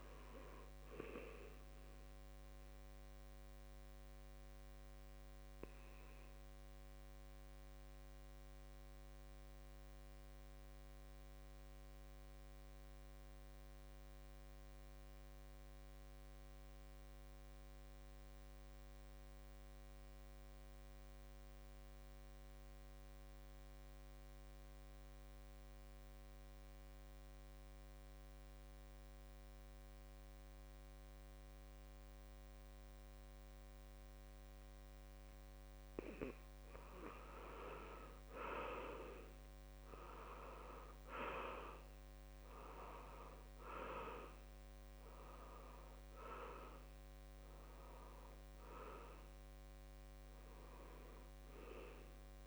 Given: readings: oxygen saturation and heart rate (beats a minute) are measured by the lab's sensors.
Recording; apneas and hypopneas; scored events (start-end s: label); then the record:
breathing in sleep by a microphone on the trachea; 1
0.00-10.50 s: oxygen desaturation (device-marked, oxygen 82% lowest, heart rate 65 extreme)
3.50-36.50 s: obstructive apnea (oxygen 95% before, 80% lowest, heart rate 70 before, 63 extreme, up 5 after)
23.50-52.47 s: oxygen desaturation (device-marked, oxygen 96% before, 80% lowest, heart rate 67 before, 63 extreme)
39.00-43.00 s: arousal
From the record:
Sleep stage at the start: N2 (light sleep); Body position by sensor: on the back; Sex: male